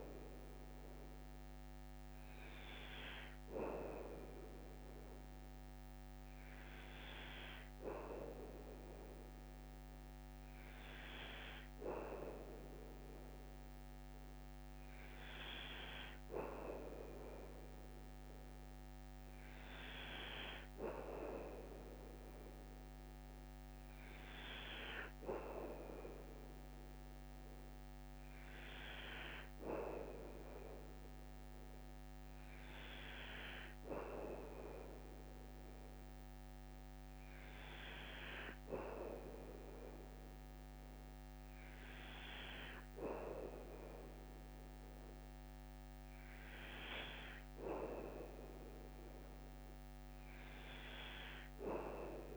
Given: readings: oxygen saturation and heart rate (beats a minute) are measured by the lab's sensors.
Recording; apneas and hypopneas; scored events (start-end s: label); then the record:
breathing in sleep by a microphone on the trachea; none
25.50-27.50 s: long interval between heartbeats (device-marked, heart rate 59 before, 59 extreme)
49.00-51.00 s: long interval between heartbeats (device-marked, heart rate 58 before, 60 extreme)
From the record:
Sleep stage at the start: N2 (light sleep); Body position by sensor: on the back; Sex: male